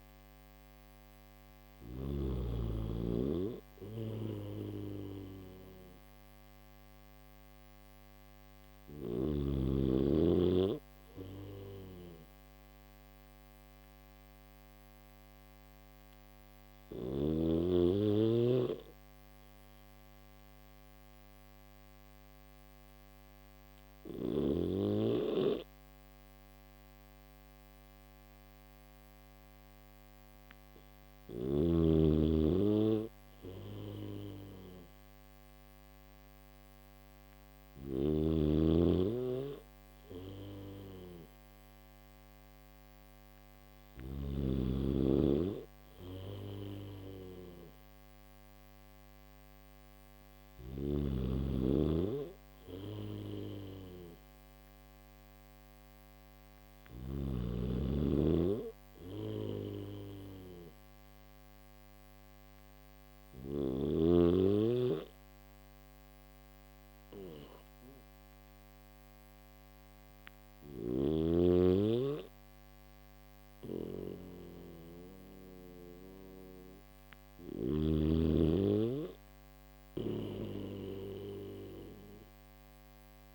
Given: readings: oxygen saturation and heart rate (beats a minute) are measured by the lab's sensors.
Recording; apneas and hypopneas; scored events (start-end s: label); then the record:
breathing in sleep by a microphone on the trachea; none
0.00-1.50 s: snoring (device-marked)
0.00-17.00 s: oxygen desaturation (device-marked, oxygen 93% lowest, heart rate 67 extreme)
16.00-83.35 s: new sleep stage, N3 (deep sleep)
37.00-43.50 s: snoring (device-marked)
50.00-56.50 s: snoring (device-marked)
70.00-83.35 s: snoring (device-marked)
From the record:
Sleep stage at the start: N1 (lightest sleep); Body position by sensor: on the back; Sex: male